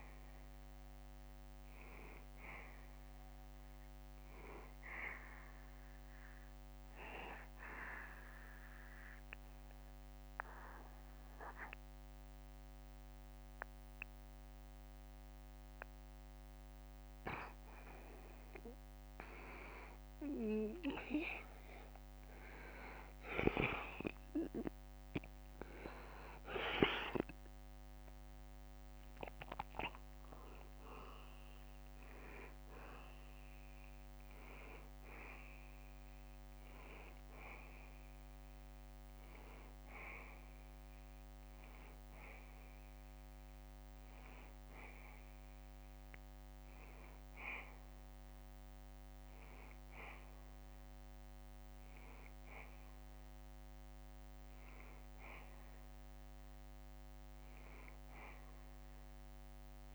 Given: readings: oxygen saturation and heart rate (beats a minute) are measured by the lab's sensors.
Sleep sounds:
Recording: breathing in sleep by a microphone on the trachea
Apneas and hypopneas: 1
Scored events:
0.00-8.50 s: oxygen desaturation (device-marked, oxygen 91% lowest, heart rate 69 extreme)
7.00-17.50 s: obstructive apnea (oxygen 95% before, 89% lowest, heart rate 75 before, 69 extreme, up 2 after)
24.00-28.50 s: arousal
27.50-47.50 s: oxygen desaturation (device-marked, oxygen 94% before, 89% lowest, heart rate 70 before, 72 extreme)
56.50-59.95 s: arousal
From the record:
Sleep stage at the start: N2 (light sleep)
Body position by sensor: on the back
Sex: male

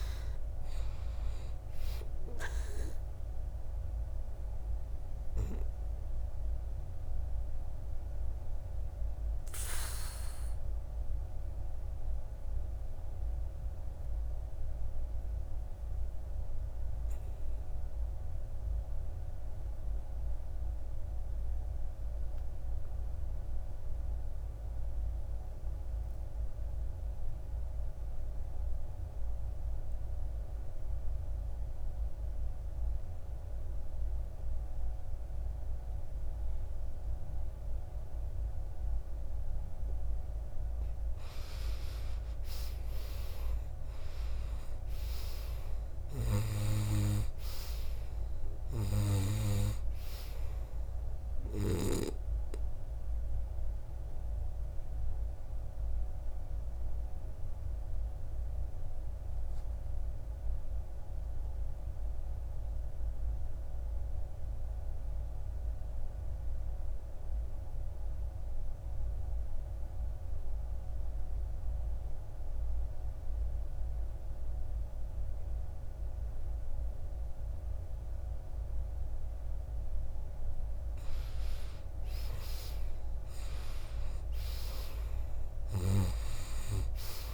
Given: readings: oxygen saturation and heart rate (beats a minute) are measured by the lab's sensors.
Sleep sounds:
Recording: breathing in sleep by a room microphone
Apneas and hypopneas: 2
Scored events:
0.00-15.50 s: oxygen desaturation (device-marked, oxygen 80% lowest, heart rate 54 extreme)
3.00-38.50 s: obstructive apnea (oxygen 96% before, 77% lowest, heart rate 64 before, 54 extreme, up 9 after)
32.50-63.50 s: oxygen desaturation (device-marked, oxygen 97% before, 77% lowest, heart rate 58 before, 54 extreme)
42.00-46.50 s: arousal
53.00-80.00 s: obstructive apnea (oxygen 97% before, 77% lowest, heart rate 67 before, 54 extreme, up 12 after)
70.50-87.34 s: oxygen desaturation (device-marked, oxygen 98% before, 79% lowest, heart rate 60 before, 54 extreme)
81.00-85.50 s: arousal
From the record:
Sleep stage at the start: N2 (light sleep)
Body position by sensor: on the back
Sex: male

